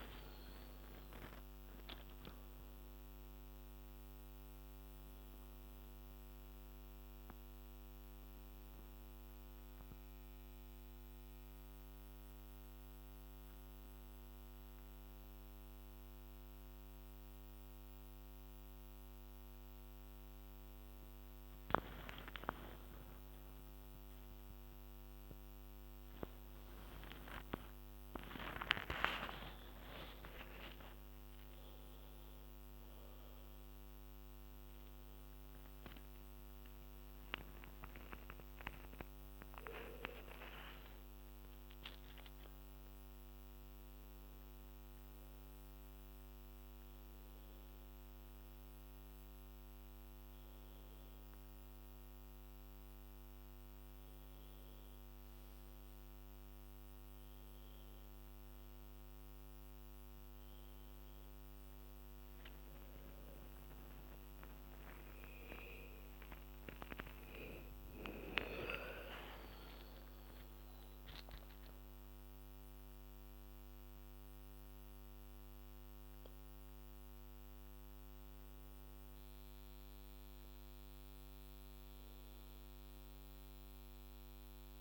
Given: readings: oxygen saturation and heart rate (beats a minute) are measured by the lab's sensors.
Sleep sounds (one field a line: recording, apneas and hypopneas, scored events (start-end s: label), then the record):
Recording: a person partly awake in a sleep study, by a microphone on the trachea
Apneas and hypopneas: none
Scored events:
35.00-65.00 s: new sleep stage, awake
65.00-84.81 s: new sleep stage, N1 (lightest sleep)
From the record:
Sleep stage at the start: N1 (lightest sleep)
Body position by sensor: on the back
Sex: female